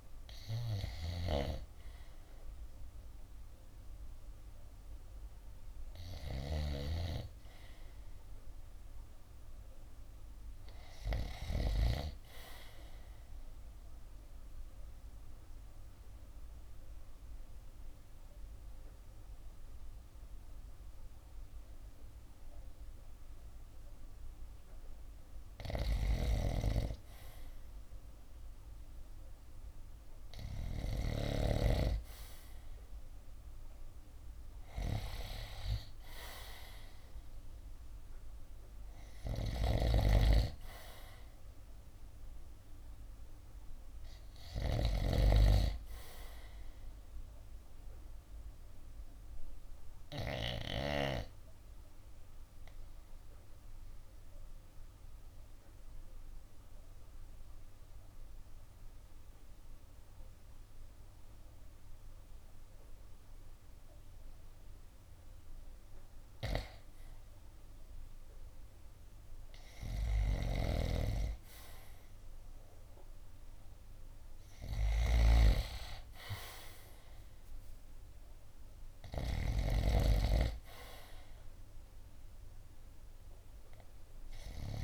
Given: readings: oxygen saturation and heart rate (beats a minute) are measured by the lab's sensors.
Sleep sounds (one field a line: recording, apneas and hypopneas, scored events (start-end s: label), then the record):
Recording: breathing in sleep by a room microphone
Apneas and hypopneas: 2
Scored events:
0.00-11.50 s: oxygen desaturation (device-marked, oxygen 76% lowest, heart rate 58 extreme)
1.00-12.00 s: snoring (device-marked)
1.50-84.84 s: new sleep stage, REM sleep
14.00-26.50 s: mixed apnea (oxygen 98% before, 82% lowest, heart rate 69 before, 58 extreme, up 10 after)
26.00-31.50 s: snoring (device-marked)
28.50-33.50 s: arousal
32.50-46.50 s: drop in pulse transit time (device-marked, heart rate 64 before, 67 extreme)
35.50-58.50 s: oxygen desaturation (device-marked, oxygen 94% before, 82% lowest, heart rate 64 before, 58 extreme)
39.50-51.00 s: snoring (device-marked)
48.00-65.50 s: central apnea (oxygen 94% before, 82% lowest, heart rate 70 before, 58 extreme, up 15 after)
68.50-73.00 s: arousal
70.50-79.50 s: snoring (device-marked)
73.50-84.84 s: drop in pulse transit time (device-marked, heart rate 64 before, 72 extreme)
74.50-84.84 s: oxygen desaturation (device-marked, oxygen 96% before, 82% lowest, heart rate 64 before, 65 extreme)
From the record:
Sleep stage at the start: N2 (light sleep)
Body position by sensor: on the right side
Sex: male